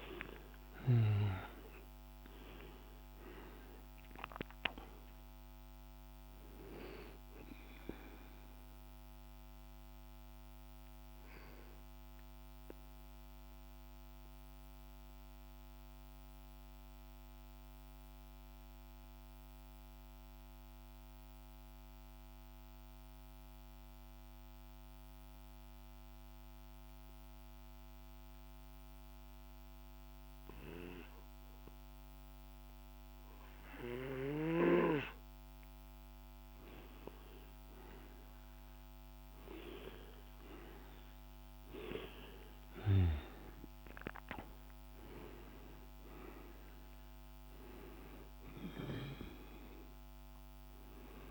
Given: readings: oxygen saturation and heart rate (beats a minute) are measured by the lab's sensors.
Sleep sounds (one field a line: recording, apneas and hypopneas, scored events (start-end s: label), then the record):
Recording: breathing in sleep by a microphone on the trachea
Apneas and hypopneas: 1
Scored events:
0.00-1.00 s: arousal
0.00-21.50 s: oxygen desaturation (device-marked, oxygen 89% lowest, heart rate 47 extreme)
8.50-35.50 s: mixed apnea (oxygen 99% before, 88% lowest, heart rate 55 before, 47 extreme, up 8 after)
30.50-51.31 s: oxygen desaturation (device-marked, oxygen 99% before, 88% lowest, heart rate 49 before, 45 extreme)
36.50-41.50 s: arousal
From the record:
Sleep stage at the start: N2 (light sleep)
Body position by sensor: on the back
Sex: male